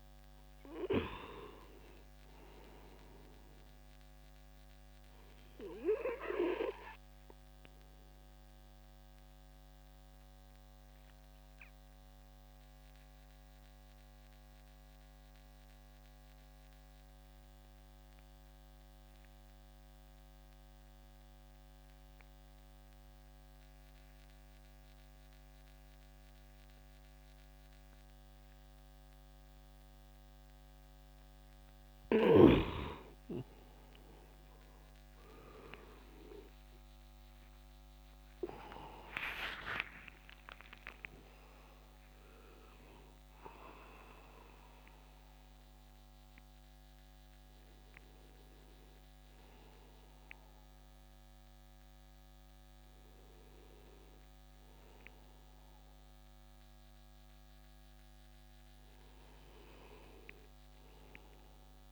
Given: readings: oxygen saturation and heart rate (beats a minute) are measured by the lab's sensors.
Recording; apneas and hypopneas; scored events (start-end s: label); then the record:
breathing in sleep by a microphone on the trachea; 1
0.00-22.50 s: oxygen desaturation (device-marked, oxygen 87% lowest, heart rate 55 extreme)
10.50-31.50 s: obstructive apnea (oxygen 98% before, 87% lowest, heart rate 66 before, 63 extreme, up 36 after)
32.50-43.50 s: oxygen desaturation (device-marked, oxygen 100% before, 94% lowest, heart rate 65 before, 65 extreme)
34.50-39.00 s: arousal
52.50-60.50 s: oxygen desaturation (device-marked, oxygen 96% before, 92% lowest, heart rate 83 before, 64 extreme)
From the record:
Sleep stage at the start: N2 (light sleep); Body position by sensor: on the back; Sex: male